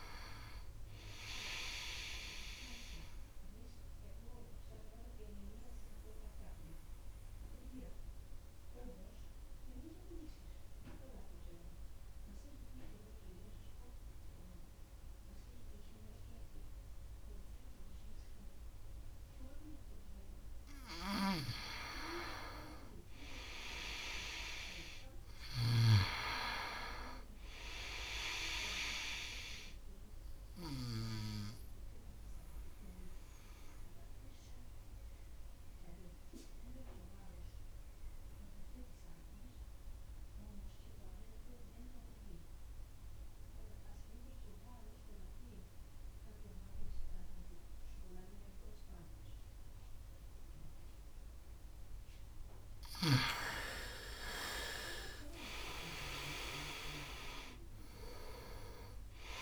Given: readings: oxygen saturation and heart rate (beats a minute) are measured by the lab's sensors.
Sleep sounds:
breathing in sleep by a room microphone; 2
0.00-18.00 s: oxygen desaturation (device-marked, oxygen 88% lowest, heart rate 61 extreme)
4.50-20.50 s: obstructive apnea (oxygen 96% before, 87% lowest, heart rate 70 before, 62 extreme, up 8 after)
22.00-26.50 s: arousal
26.00-44.00 s: oxygen desaturation (device-marked, oxygen 98% before, 89% lowest, heart rate 66 before, 63 extreme)
32.50-51.00 s: obstructive apnea (oxygen 98% before, 87% lowest, heart rate 67 before, 62 extreme, up 15 after)
51.00-59.42 s: oxygen desaturation (device-marked, oxygen 97% before, 87% lowest, heart rate 66 before, 62 extreme)
53.00-57.50 s: arousal
57.50-59.42 s: long interval between heartbeats (device-marked, heart rate 66 before, 79 extreme)
From the record:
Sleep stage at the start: N2 (light sleep); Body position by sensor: on the right side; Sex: male

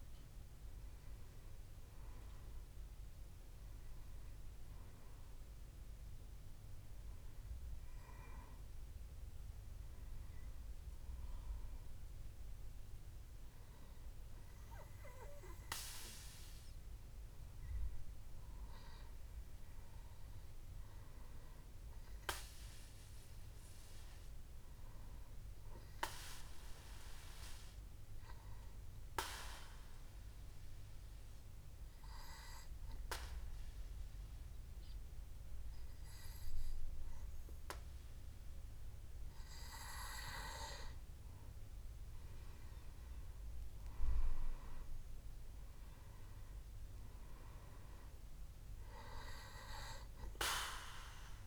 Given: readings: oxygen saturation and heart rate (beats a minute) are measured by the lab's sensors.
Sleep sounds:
breathing in sleep by a room microphone; 1
0.00-19.00 s: oxygen desaturation (device-marked, oxygen 90% lowest, heart rate 61 extreme)
20.00-23.50 s: arousal
28.50-41.00 s: obstructive apnea (oxygen 99% before, 94% lowest, heart rate 68 before, 61 extreme, up 8 after)
41.50-45.00 s: arousal
43.00-51.47 s: oxygen desaturation (device-marked, oxygen 98% before, 94% lowest, heart rate 63 before, 64 extreme)
From the record:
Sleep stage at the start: N2 (light sleep); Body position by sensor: on the back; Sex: male

